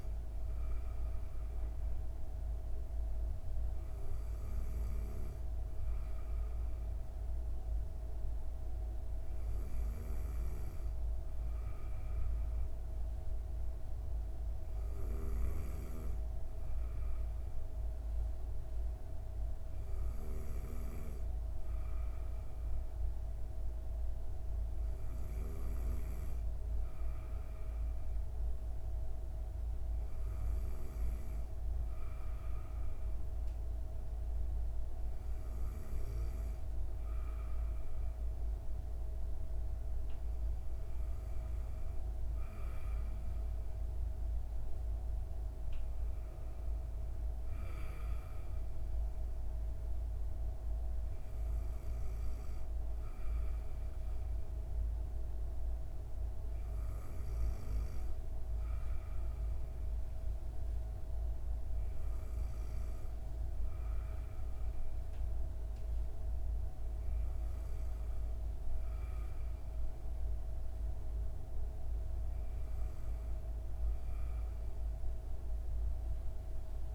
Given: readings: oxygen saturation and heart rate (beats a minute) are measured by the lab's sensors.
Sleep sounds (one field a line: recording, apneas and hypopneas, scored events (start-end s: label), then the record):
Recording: breathing in sleep, hard to hear, by a room microphone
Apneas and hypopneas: none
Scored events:
14.50-25.00 s: snoring (device-marked)
From the record:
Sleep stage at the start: N2 (light sleep)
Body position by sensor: on the back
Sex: female